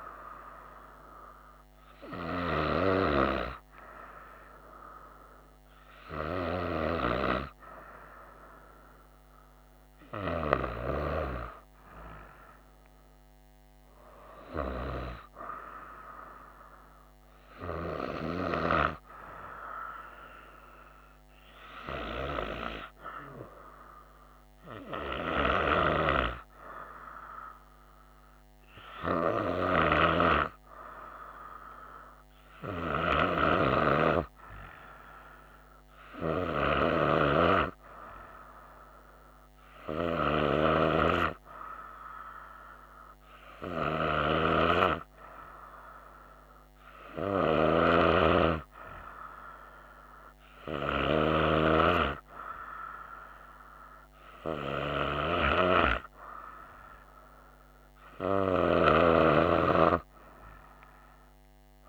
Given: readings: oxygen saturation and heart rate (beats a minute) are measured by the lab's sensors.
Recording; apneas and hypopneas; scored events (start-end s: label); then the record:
breathing in sleep by a microphone on the trachea; none
none scored
From the record:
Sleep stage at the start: N2 (light sleep); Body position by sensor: on the right side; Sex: female